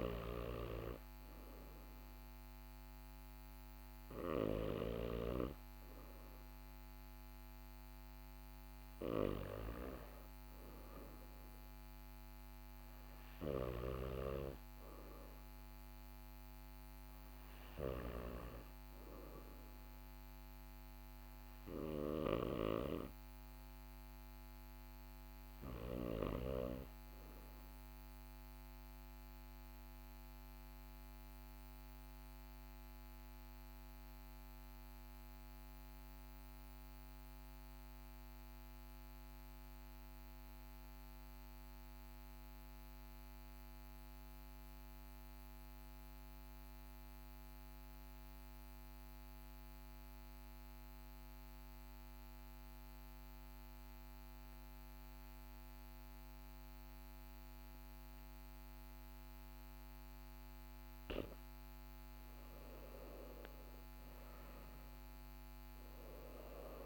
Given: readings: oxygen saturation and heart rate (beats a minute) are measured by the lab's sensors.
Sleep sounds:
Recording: breathing in sleep by a microphone on the trachea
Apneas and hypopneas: 1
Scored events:
29.00-59.50 s: obstructive apnea (oxygen 97% before, 88% lowest, heart rate 43 before, 41 extreme, up 5 after)
55.50-66.86 s: oxygen desaturation (device-marked, oxygen 97% before, 88% lowest, heart rate 42 before, 41 extreme)
62.50-66.50 s: arousal
64.50-66.86 s: new sleep stage, REM sleep
From the record:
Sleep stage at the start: N2 (light sleep)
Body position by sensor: on the right side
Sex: male

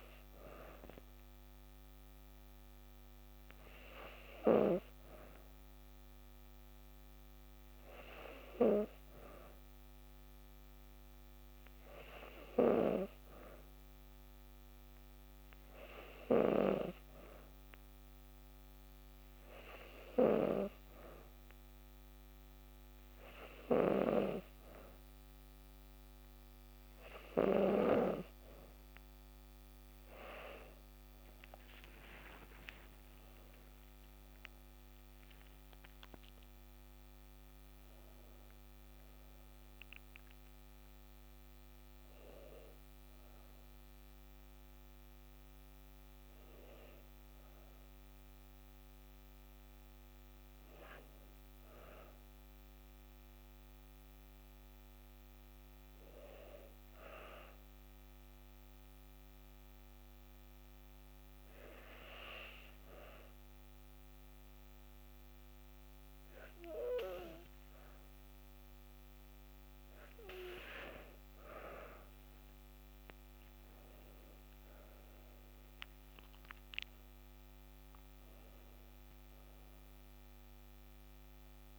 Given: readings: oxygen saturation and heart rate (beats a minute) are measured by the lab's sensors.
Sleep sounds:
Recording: breathing in sleep by a microphone on the trachea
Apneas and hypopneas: 1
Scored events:
32.50-37.50 s: arousal
58.00-70.50 s: hypopnea (oxygen 93% before, 91% lowest, heart rate 66 before, 63 extreme, up 3 after)
73.50-77.00 s: arousal
From the record:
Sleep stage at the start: N2 (light sleep)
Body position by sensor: on the back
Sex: female

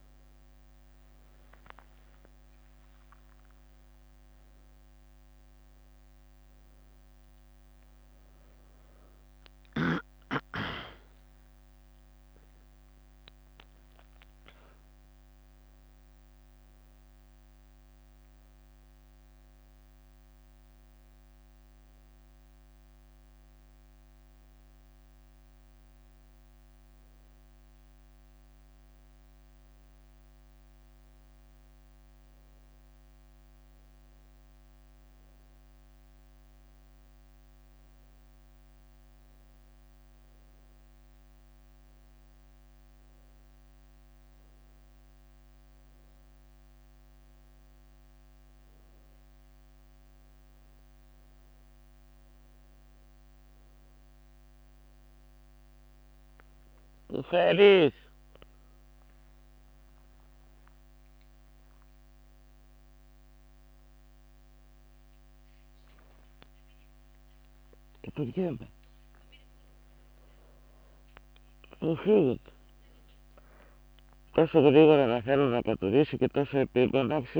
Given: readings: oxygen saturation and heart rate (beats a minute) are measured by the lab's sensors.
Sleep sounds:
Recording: a person awake in a sleep study, by a microphone on the trachea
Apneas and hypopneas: none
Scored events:
1.00-3.00 s: long interval between heartbeats (device-marked, heart rate 76 before, 96 extreme)
2.00-4.00 s: tachycardia (device-marked, heart rate 73 before, 99 extreme)
9.50-11.50 s: long interval between heartbeats (device-marked, heart rate 84 before, 84 extreme)
11.50-13.00 s: leg movement (device-marked)
48.00-54.00 s: tachycardia (device-marked, heart rate 73 before, 118 extreme)
50.00-52.00 s: long interval between heartbeats (device-marked, heart rate 70 before, 100 extreme)
57.00-58.50 s: leg movement (device-marked)
57.00-62.00 s: tachycardia (device-marked, heart rate 74 before, 110 extreme)
59.00-61.00 s: long interval between heartbeats (device-marked, heart rate 87 before, 91 extreme)
67.50-72.50 s: leg movement (device-marked)
68.00-72.00 s: snoring (device-marked)
From the record:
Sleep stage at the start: awake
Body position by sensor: on the back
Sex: female

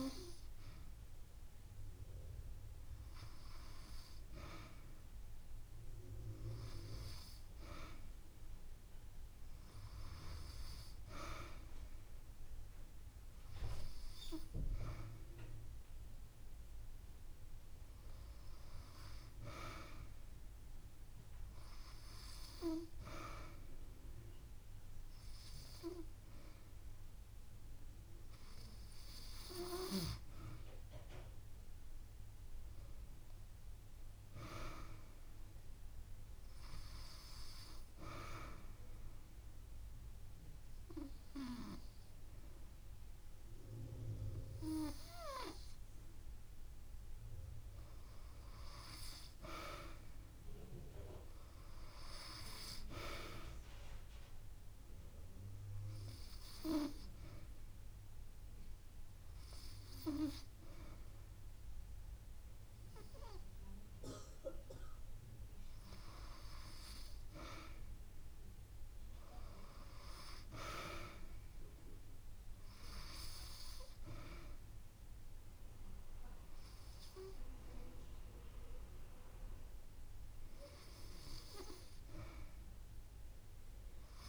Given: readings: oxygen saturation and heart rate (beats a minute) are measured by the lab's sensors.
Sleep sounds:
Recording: breathing in sleep by a room microphone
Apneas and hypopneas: 2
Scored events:
31.00-34.50 s: arousal
37.00-47.50 s: obstructive apnea (oxygen 96% before, 93% lowest)
47.50-50.50 s: arousal
53.50-66.50 s: hypopnea (oxygen 96% before, 93% lowest)
58.50-70.50 s: oxygen desaturation (device-marked, oxygen 96% before, 93% lowest)
68.50-73.00 s: arousal
82.00-84.00 s: long interval between heartbeats (device-marked)
From the record:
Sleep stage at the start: N2 (light sleep)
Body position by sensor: on the back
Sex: female

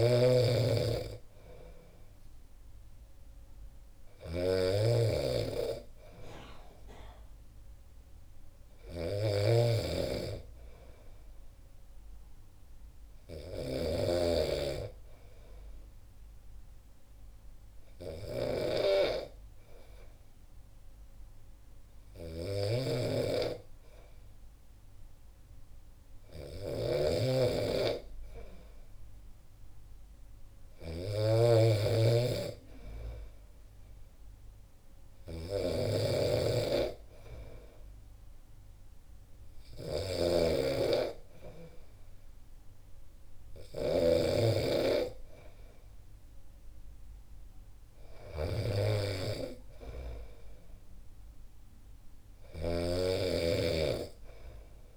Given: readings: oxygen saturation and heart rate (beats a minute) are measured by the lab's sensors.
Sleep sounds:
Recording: breathing in sleep by a room microphone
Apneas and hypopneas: 1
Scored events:
0.00-54.97 s: snoring (device-marked)
7.50-11.50 s: arousal
13.50-29.00 s: hypopnea (oxygen 95% before, 93% lowest, heart rate 66 before, 62 extreme, up 2 after)
31.00-34.00 s: arousal
From the record:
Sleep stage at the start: N2 (light sleep)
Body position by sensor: on the back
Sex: male

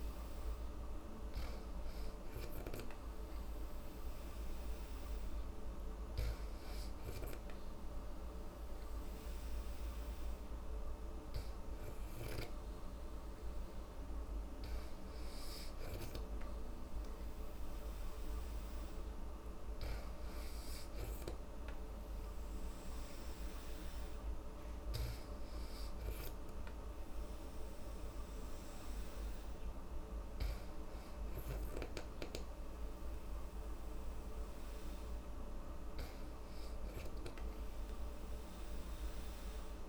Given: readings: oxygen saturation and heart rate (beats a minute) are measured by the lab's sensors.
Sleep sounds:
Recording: breathing in sleep, hard to hear, by a room microphone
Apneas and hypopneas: none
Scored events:
none scored
From the record:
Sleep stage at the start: N2 (light sleep)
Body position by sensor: on the back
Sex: female

